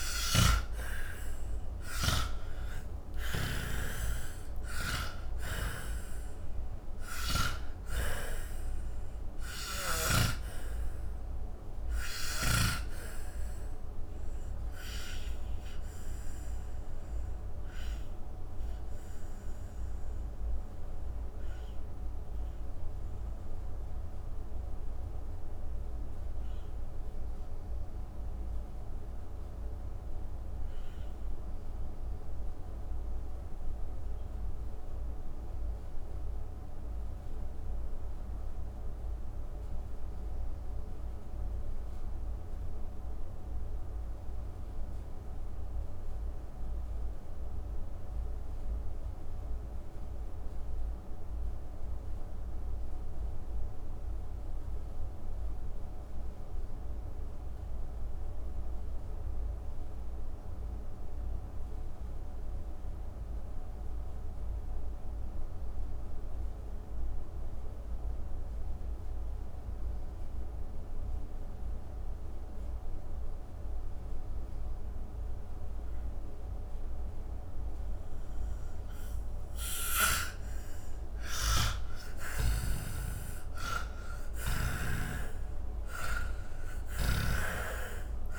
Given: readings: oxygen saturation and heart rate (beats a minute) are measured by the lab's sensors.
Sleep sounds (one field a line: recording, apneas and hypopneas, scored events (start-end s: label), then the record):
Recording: breathing in sleep by a room microphone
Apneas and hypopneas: 1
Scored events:
0.00-1.50 s: arousal
0.00-3.00 s: snoring (device-marked)
0.00-46.00 s: oxygen desaturation (device-marked, oxygen 77% lowest)
15.50-80.50 s: mixed apnea (oxygen 96% before, 76% lowest)
68.00-88.39 s: oxygen desaturation (device-marked, oxygen 98% before, 76% lowest, heart rate 143 before, 39 extreme)
80.50-84.00 s: snoring (device-marked)
81.50-87.50 s: arousal
86.00-88.39 s: snoring (device-marked)
From the record:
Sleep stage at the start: N2 (light sleep)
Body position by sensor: on the back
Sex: male